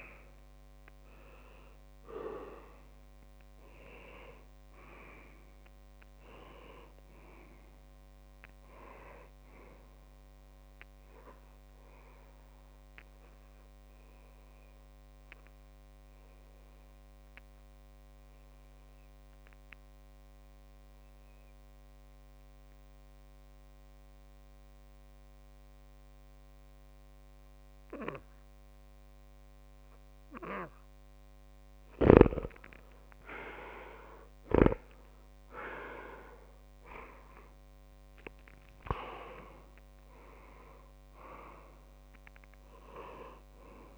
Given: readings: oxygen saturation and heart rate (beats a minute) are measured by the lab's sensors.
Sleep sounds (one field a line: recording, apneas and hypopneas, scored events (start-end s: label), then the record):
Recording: breathing in sleep by a microphone on the trachea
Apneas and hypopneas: 1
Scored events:
0.00-6.50 s: oxygen desaturation (device-marked, oxygen 93% lowest)
6.00-8.00 s: long interval between heartbeats (device-marked)
11.50-31.00 s: obstructive apnea (oxygen 98% before, 92% lowest)
33.00-37.50 s: arousal
From the record:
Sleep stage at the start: N2 (light sleep)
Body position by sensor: on the back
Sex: male